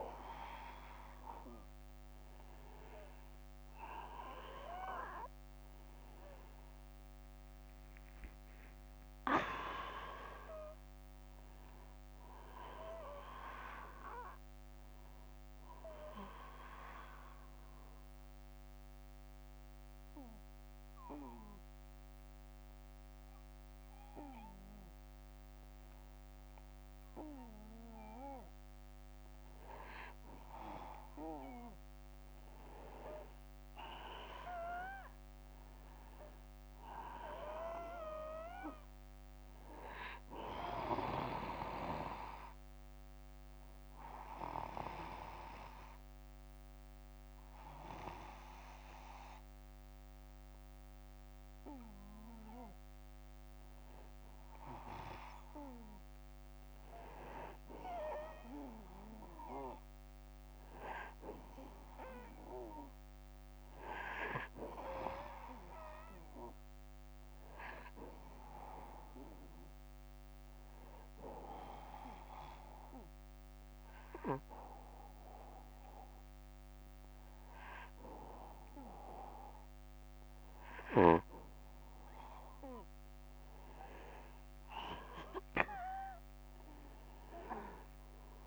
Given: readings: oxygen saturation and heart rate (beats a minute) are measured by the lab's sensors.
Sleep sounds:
breathing in sleep by a microphone on the trachea; 3
2.00-6.50 s: arousal
15.50-25.50 s: obstructive apnea (oxygen 96% before, 94% lowest, heart rate 65 before, 59 extreme, up 2 after)
31.50-34.50 s: arousal
43.00-53.00 s: obstructive apnea (oxygen 98% before, 93% lowest, heart rate 62 before, 58 extreme, up 3 after)
57.50-61.50 s: arousal
71.00-81.50 s: obstructive apnea (oxygen 97% before, 93% lowest, heart rate 61 before, 59 extreme, up 5 after)
84.00-87.50 s: arousal
From the record:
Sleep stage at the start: N2 (light sleep); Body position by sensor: on the back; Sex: male

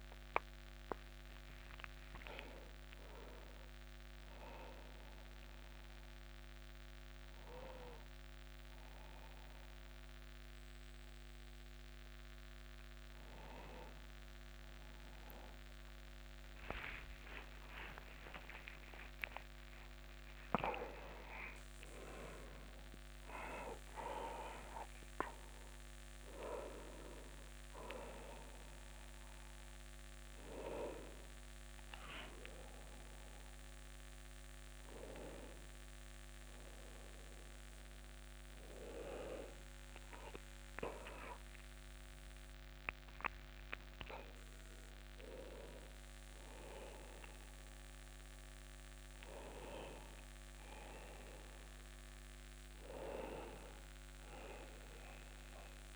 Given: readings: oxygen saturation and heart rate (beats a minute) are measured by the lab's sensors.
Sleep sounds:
a person awake in a sleep study, by a microphone on the trachea; none
0.00-18.50 s: oxygen desaturation (device-marked, oxygen 86% lowest, heart rate 28 extreme)
9.50-39.50 s: new sleep stage, awake
39.50-55.96 s: new sleep stage, N1 (lightest sleep)
From the record:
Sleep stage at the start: N2 (light sleep); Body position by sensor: on the back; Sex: male

